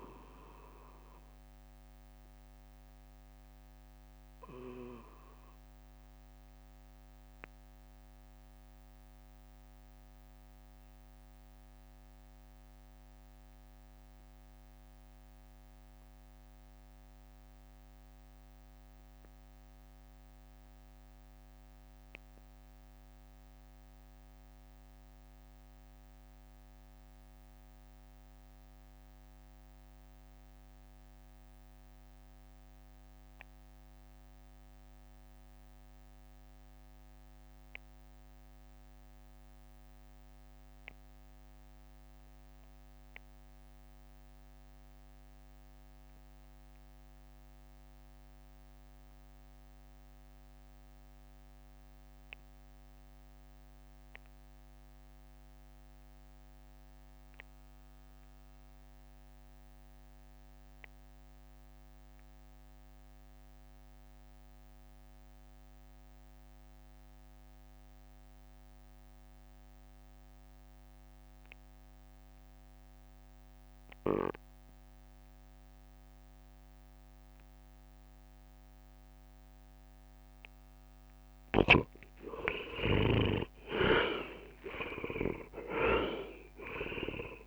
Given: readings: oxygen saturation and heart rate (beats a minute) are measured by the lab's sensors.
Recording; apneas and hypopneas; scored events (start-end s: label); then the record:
breathing in sleep by a microphone on the trachea; 1
0.00-3.50 s: drop in pulse transit time (device-marked, heart rate 58 extreme)
1.50-81.00 s: mixed apnea (oxygen 98% before, 73% lowest, heart rate 60 before, 52 extreme, up 18 after)
23.50-34.50 s: drop in pulse transit time (device-marked, heart rate 54 before, 56 extreme)
43.50-87.47 s: oxygen desaturation (device-marked, oxygen 98% before, 73% lowest, heart rate 58 before, 52 extreme)
82.00-87.00 s: arousal
84.50-87.47 s: drop in pulse transit time (device-marked, heart rate 63 before, 66 extreme)
From the record:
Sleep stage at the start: REM sleep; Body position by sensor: on the right side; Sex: male